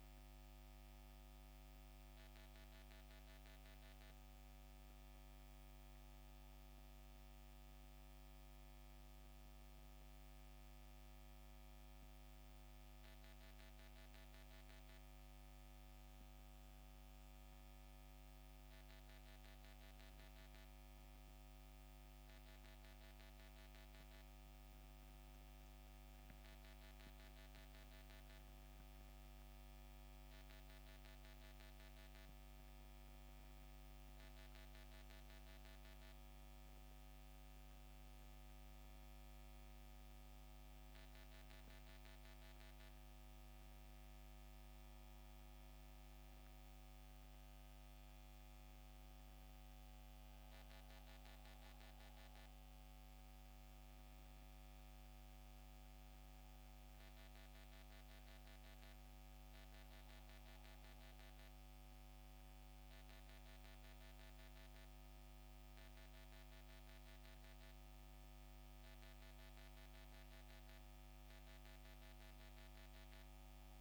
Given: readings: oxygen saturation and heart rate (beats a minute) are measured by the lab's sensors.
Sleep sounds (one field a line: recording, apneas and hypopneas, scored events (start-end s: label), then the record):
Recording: breathing in sleep, hard to hear, by a microphone on the trachea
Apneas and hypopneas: none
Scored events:
71.00-73.81 s: new sleep stage, N2 (light sleep)
From the record:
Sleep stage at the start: N1 (lightest sleep)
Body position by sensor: on the back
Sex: male